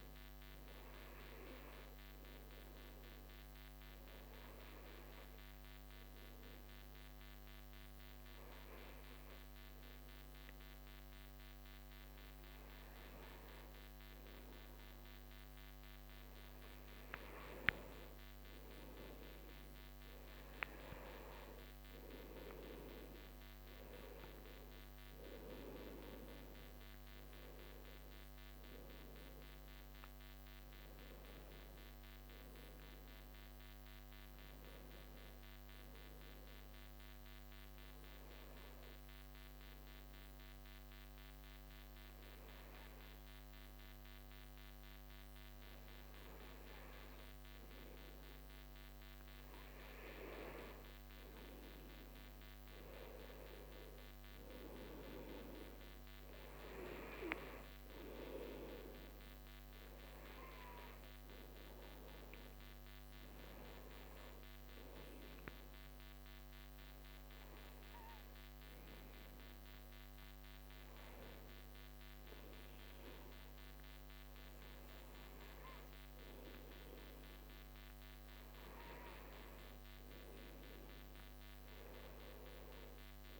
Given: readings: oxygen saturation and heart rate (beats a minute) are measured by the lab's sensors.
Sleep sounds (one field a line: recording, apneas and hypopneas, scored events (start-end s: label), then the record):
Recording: breathing in sleep by a microphone on the trachea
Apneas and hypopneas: 2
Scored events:
2.50-16.50 s: obstructive apnea (oxygen 94% before, 91% lowest)
22.00-27.00 s: arousal
36.00-50.50 s: obstructive apnea (oxygen 94% before, 91% lowest)
52.00-55.00 s: arousal
56.50-72.50 s: oxygen desaturation (device-marked, oxygen 95% before, 91% lowest)
80.00-83.40 s: arousal
From the record:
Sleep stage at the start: N2 (light sleep)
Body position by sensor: on the right side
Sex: male